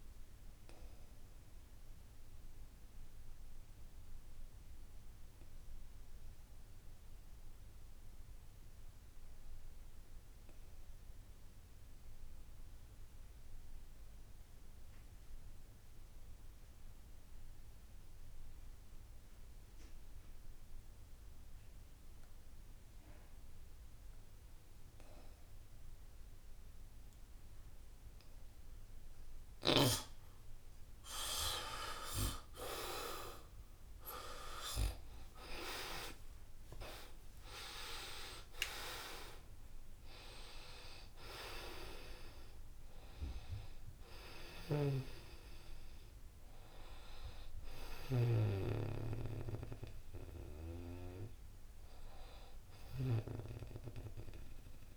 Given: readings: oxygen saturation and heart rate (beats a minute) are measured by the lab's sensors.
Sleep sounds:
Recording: breathing in sleep by a room microphone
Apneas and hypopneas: 1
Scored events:
0.00-12.50 s: oxygen desaturation (device-marked, oxygen 78% lowest, heart rate 66 extreme)
1.50-30.00 s: obstructive apnea (oxygen 97% before, 77% lowest, heart rate 74 before, 66 extreme, up 13 after)
9.00-11.00 s: long interval between heartbeats (device-marked, heart rate 73 before, 71 extreme)
19.50-54.97 s: oxygen desaturation (device-marked, oxygen 96% before, 77% lowest, heart rate 70 before, 64 extreme)
34.50-39.50 s: arousal
44.50-48.50 s: snoring (device-marked)
49.50-51.50 s: long interval between heartbeats (device-marked, heart rate 76 before, 67 extreme)
From the record:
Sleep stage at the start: N2 (light sleep)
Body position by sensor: on the back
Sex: male

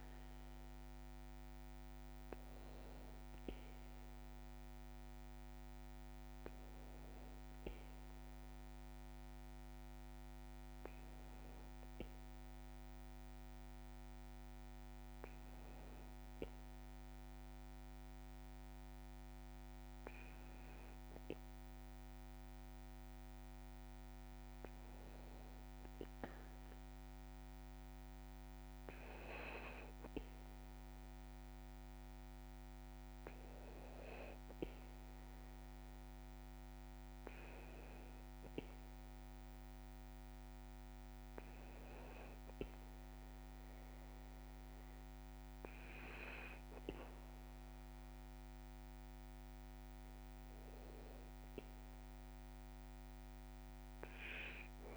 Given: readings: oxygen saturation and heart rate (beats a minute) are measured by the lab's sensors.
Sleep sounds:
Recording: breathing in sleep by a microphone on the trachea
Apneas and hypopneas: none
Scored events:
none scored
From the record:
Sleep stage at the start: N2 (light sleep)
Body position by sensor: on the back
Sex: male

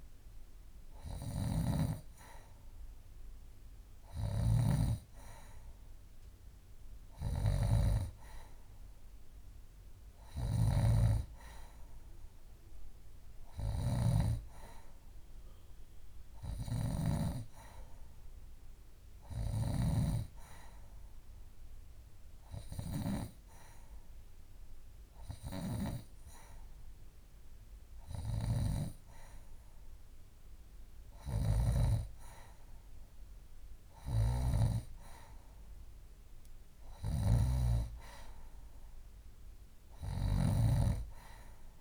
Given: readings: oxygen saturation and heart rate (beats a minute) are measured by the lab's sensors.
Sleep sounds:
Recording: breathing in sleep by a room microphone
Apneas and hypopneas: none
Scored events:
none scored
From the record:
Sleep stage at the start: N2 (light sleep)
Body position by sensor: on the left side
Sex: female

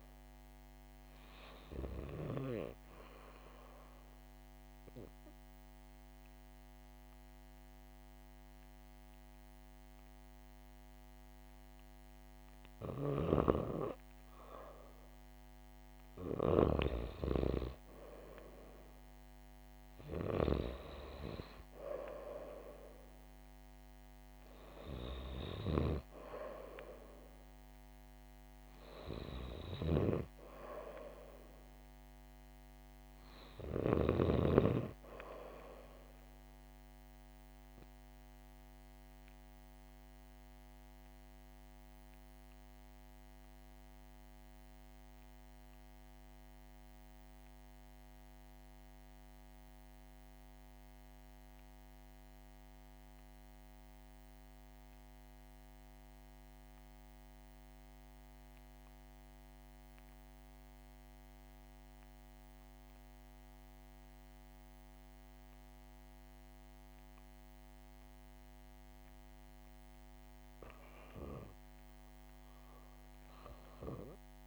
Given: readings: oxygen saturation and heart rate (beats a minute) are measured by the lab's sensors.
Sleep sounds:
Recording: breathing in sleep by a microphone on the trachea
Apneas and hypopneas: 2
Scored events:
0.00-9.00 s: oxygen desaturation (device-marked, oxygen 96% lowest, heart rate 69 extreme)
4.50-14.50 s: obstructive apnea (oxygen 100% before, 95% lowest, heart rate 71 before, 69 extreme, up 5 after)
12.50-16.50 s: snoring (device-marked)
16.50-20.50 s: arousal
37.00-70.00 s: obstructive apnea (oxygen 98% before, 91% lowest, heart rate 73 before, 62 extreme, up 3 after)
64.00-74.47 s: oxygen desaturation (device-marked, oxygen 98% before, 94% lowest, heart rate 70 before, 62 extreme)
71.00-74.47 s: arousal
From the record:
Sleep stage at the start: REM sleep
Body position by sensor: on the back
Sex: female

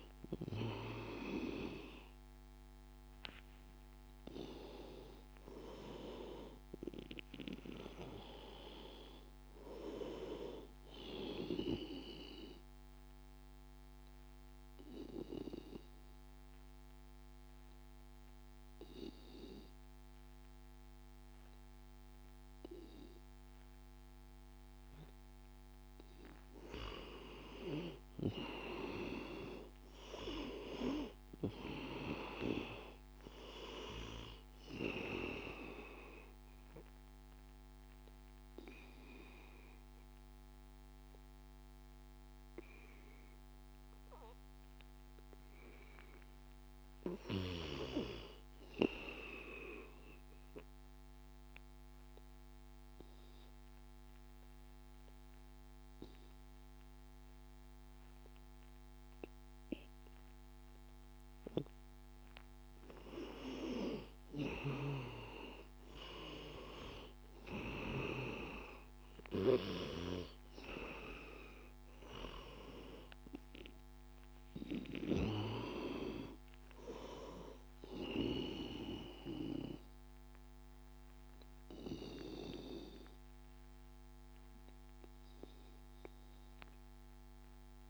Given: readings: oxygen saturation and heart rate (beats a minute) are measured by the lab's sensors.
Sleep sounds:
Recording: a person partly awake in a sleep study, by a microphone on the trachea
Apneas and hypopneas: 2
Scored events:
1.50-13.50 s: oxygen desaturation (device-marked, oxygen 97% before, 93% lowest, heart rate 80 before, 74 extreme)
11.00-26.00 s: obstructive apnea (oxygen 97% before, 91% lowest, heart rate 82 before, 74 extreme, up 11 after)
27.00-31.00 s: arousal
32.50-48.50 s: oxygen desaturation (device-marked, oxygen 97% before, 92% lowest, heart rate 77 before, 75 extreme)
50.50-62.00 s: obstructive apnea (heart rate 80 before, 75 extreme, up 8 after)
59.50-87.90 s: new sleep stage, awake
From the record:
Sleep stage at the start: N2 (light sleep)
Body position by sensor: on the back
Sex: male

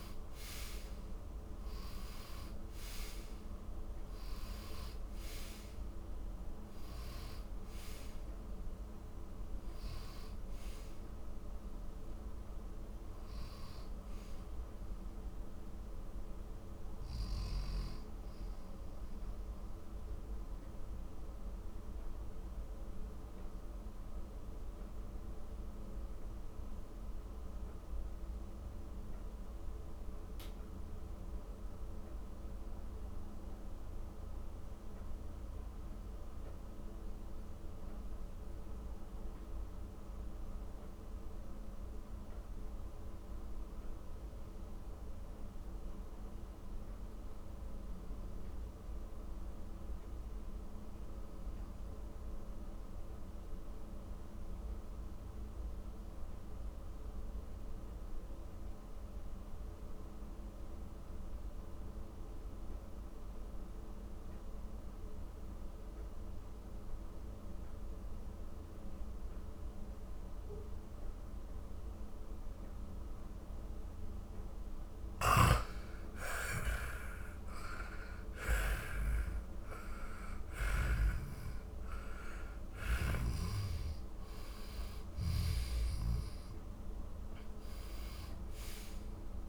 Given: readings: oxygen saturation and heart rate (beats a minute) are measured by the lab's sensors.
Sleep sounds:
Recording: breathing in sleep, hard to hear, by a room microphone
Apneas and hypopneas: 1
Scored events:
0.00-32.50 s: oxygen desaturation (device-marked, oxygen 82% lowest, heart rate 43 extreme)
18.00-74.00 s: mixed apnea (oxygen 92% before, 82% lowest, heart rate 69 before, 43 extreme, up 21 after)
63.50-89.49 s: oxygen desaturation (device-marked, oxygen 97% before, 83% lowest, heart rate 56 before, 45 extreme)
75.00-78.50 s: arousal
75.00-81.00 s: snoring (device-marked)
From the record:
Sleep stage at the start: N2 (light sleep)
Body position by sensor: on the back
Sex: male

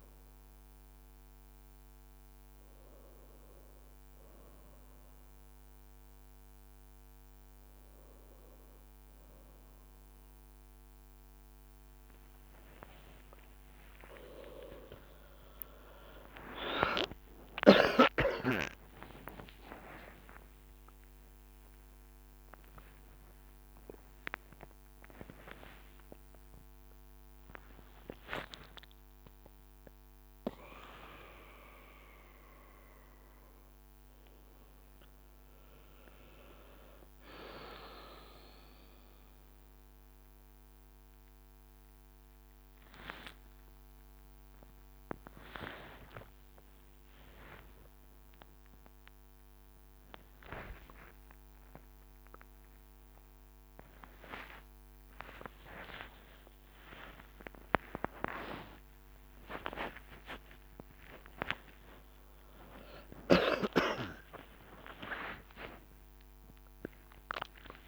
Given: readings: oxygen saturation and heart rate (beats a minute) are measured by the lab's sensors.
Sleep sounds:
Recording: a person awake in a sleep study, by a microphone on the trachea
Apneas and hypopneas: none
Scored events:
14.00-67.88 s: new sleep stage, awake
16.50-18.50 s: long interval between heartbeats (device-marked, heart rate 59 before, 73 extreme)
19.00-21.00 s: long interval between heartbeats (device-marked, heart rate 62 before, 90 extreme)
21.00-32.00 s: oxygen desaturation (device-marked, oxygen 96% before, 93% lowest, heart rate 65 before, 59 extreme)
30.00-31.50 s: leg movement (device-marked)
35.00-38.50 s: leg movement (device-marked)
42.00-49.00 s: tachycardia (device-marked, heart rate 61 before, 118 extreme)
43.00-45.00 s: long interval between heartbeats (device-marked, heart rate 75 before, 78 extreme)
46.00-48.00 s: long interval between heartbeats (device-marked, heart rate 75 before, 115 extreme)
49.50-51.50 s: long interval between heartbeats (device-marked, heart rate 80 before, 116 extreme)
50.00-63.00 s: tachycardia (device-marked, heart rate 61 before, 140 extreme)
53.50-55.50 s: long interval between heartbeats (device-marked, heart rate 87 before, 109 extreme)
57.00-59.00 s: long interval between heartbeats (device-marked, heart rate 95 before, 109 extreme)
60.50-62.50 s: long interval between heartbeats (device-marked, heart rate 103 before, 136 extreme)
63.50-65.50 s: long interval between heartbeats (device-marked, heart rate 113 before, 116 extreme)
From the record:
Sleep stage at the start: N2 (light sleep)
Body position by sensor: on the right side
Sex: male

